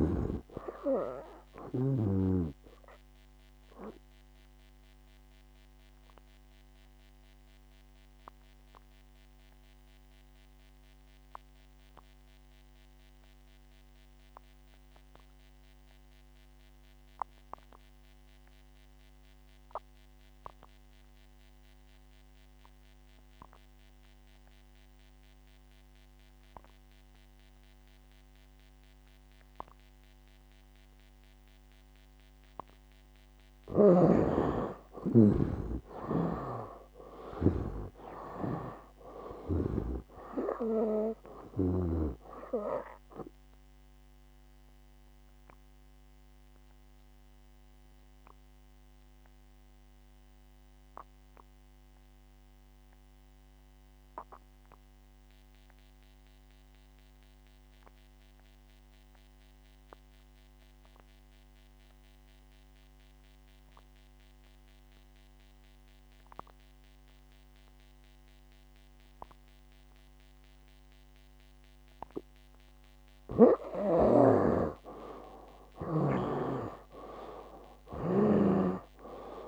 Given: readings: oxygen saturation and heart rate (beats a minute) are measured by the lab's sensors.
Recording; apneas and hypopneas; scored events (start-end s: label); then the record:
breathing in sleep by a microphone on the trachea; 2
0.00-2.50 s: snoring (device-marked)
0.00-26.50 s: oxygen desaturation (device-marked, oxygen 78% lowest, heart rate 66 extreme)
3.00-32.50 s: obstructive apnea (oxygen 98% before, 78% lowest, heart rate 70 before, 65 extreme, up 8 after)
35.00-38.50 s: arousal
39.50-69.50 s: oxygen desaturation (device-marked, oxygen 96% before, 79% lowest, heart rate 69 before, 64 extreme)
43.50-72.50 s: obstructive apnea (oxygen 98% before, 79% lowest, heart rate 70 before, 64 extreme, up 5 after)
74.00-79.00 s: snoring (device-marked)
75.00-78.00 s: arousal
77.50-79.48 s: oxygen desaturation (device-marked, oxygen 98% before, 79% lowest, heart rate 66 before, 64 extreme)
From the record:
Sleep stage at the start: N2 (light sleep); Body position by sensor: on the back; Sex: male